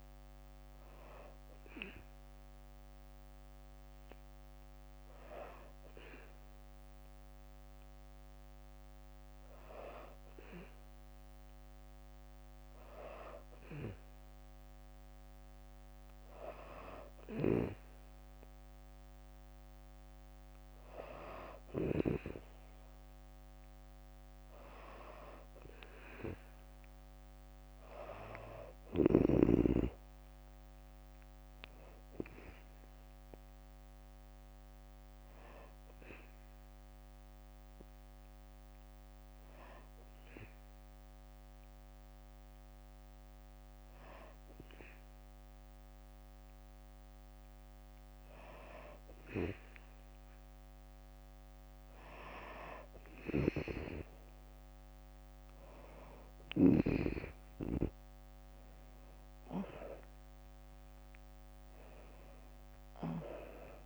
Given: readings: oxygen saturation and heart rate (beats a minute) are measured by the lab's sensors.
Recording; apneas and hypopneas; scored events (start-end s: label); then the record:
breathing in sleep by a microphone on the trachea; 1
0.00-3.50 s: drop in pulse transit time (device-marked, heart rate 63 extreme)
23.00-26.50 s: arousal
27.50-39.50 s: drop in pulse transit time (device-marked, heart rate 66 before, 64 extreme)
33.50-45.50 s: hypopnea (oxygen 96% before, 92% lowest, heart rate 67 before, 61 extreme, up 6 after)
52.50-56.50 s: snoring (device-marked)
56.00-59.50 s: arousal
57.50-63.86 s: oxygen desaturation (device-marked, oxygen 96% before, 92% lowest, heart rate 65 before, 61 extreme)
58.50-63.86 s: drop in pulse transit time (device-marked, heart rate 65 before, 70 extreme)
61.50-63.50 s: long interval between heartbeats (device-marked, heart rate 67 before, 79 extreme)
From the record:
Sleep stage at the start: N2 (light sleep); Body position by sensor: on the back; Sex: female